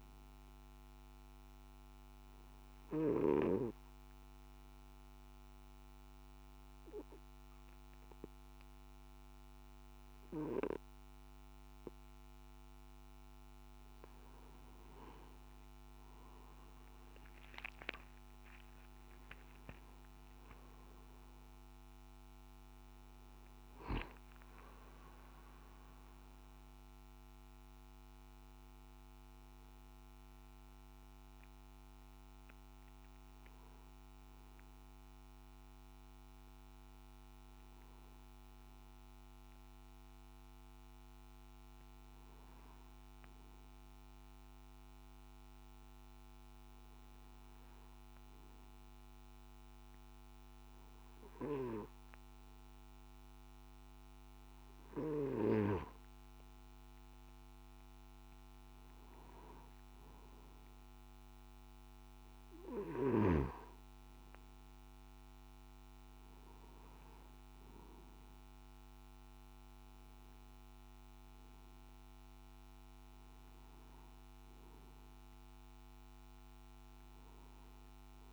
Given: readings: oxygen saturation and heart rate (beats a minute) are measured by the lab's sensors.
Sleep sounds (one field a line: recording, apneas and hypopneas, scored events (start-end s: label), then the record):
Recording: breathing in sleep by a microphone on the trachea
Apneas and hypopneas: 2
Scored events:
1.50-14.00 s: obstructive apnea (oxygen 95% before, 91% lowest, heart rate 61 before, 58 extreme, up 12 after)
17.00-22.00 s: arousal
22.50-37.50 s: oxygen desaturation (device-marked, oxygen 96% before, 91% lowest, heart rate 60 before, 57 extreme)
41.50-54.00 s: hypopnea (oxygen 96% before, 91% lowest, heart rate 66 before, 57 extreme, up 3 after)
56.50-59.50 s: arousal
From the record:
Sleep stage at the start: N2 (light sleep)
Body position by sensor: on the back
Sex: male